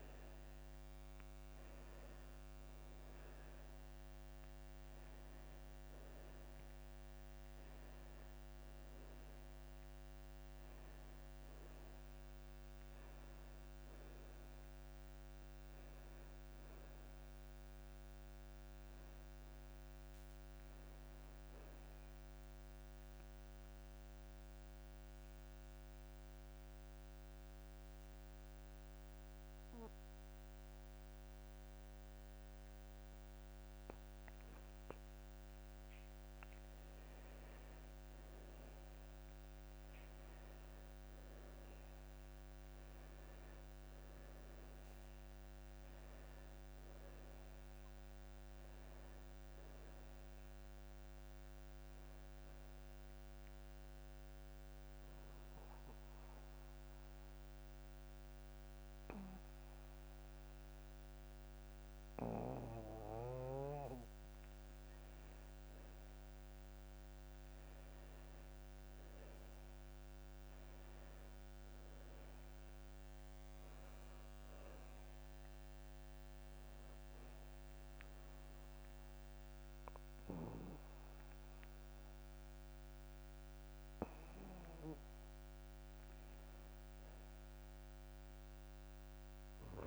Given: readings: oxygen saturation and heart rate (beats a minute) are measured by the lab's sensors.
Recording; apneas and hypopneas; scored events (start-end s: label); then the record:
breathing in sleep, hard to hear, by a microphone on the trachea; 2
0.00-6.50 s: oxygen desaturation (device-marked, oxygen 84% lowest)
15.00-18.50 s: arousal
23.00-36.50 s: obstructive apnea (oxygen 99% before, 90% lowest)
38.50-42.00 s: arousal
42.50-68.50 s: oxygen desaturation (device-marked, oxygen 98% before, 90% lowest)
42.50-89.87 s: new sleep stage, N2 (light sleep)
53.00-65.00 s: obstructive apnea (oxygen 98% before, 88% lowest)
68.00-73.00 s: arousal
80.50-89.87 s: oxygen desaturation (device-marked, oxygen 97% before, 93% lowest)
From the record:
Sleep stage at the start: N1 (lightest sleep); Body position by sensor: on the back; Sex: male